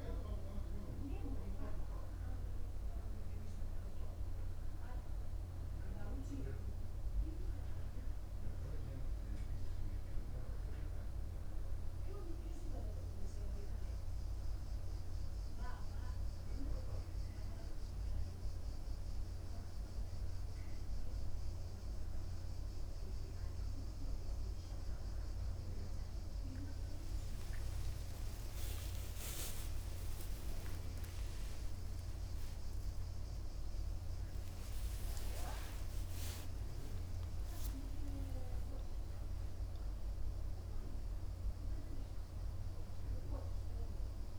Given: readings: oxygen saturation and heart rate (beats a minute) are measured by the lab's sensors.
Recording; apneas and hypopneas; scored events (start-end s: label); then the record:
breathing in sleep by a room microphone; none
30.00-34.50 s: arousal
From the record:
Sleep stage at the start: N2 (light sleep); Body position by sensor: upright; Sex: male